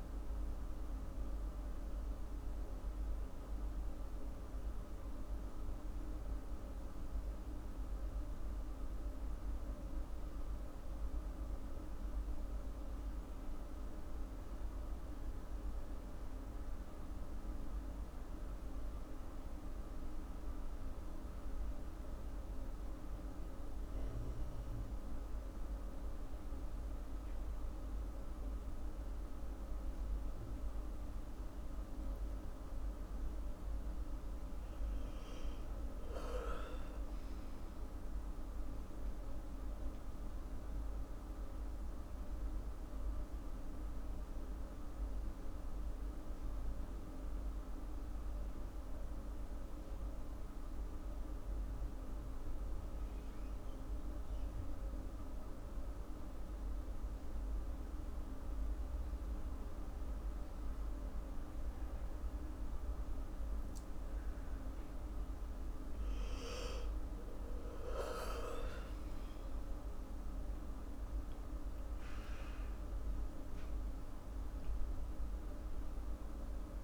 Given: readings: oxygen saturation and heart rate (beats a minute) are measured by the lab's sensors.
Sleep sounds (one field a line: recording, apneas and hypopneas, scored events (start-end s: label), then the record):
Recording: breathing in sleep, hard to hear, by a room microphone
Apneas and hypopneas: none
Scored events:
26.00-76.84 s: new sleep stage, N1 (lightest sleep)
34.50-39.50 s: arousal
67.00-72.00 s: arousal
From the record:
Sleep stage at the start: N2 (light sleep)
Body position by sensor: on the back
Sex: female